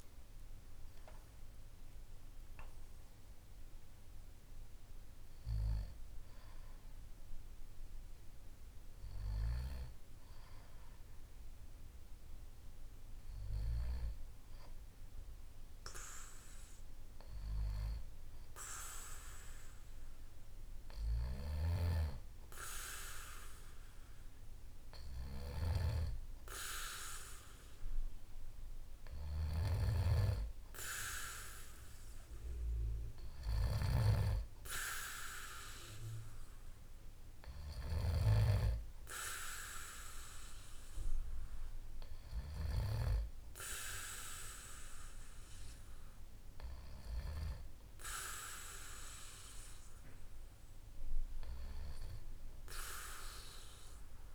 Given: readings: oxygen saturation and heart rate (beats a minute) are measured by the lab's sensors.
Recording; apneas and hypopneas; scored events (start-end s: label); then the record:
a person awake in a sleep study, by a room microphone; none
40.50-54.35 s: new sleep stage, N2 (light sleep)
From the record:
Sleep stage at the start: awake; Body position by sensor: on the back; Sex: male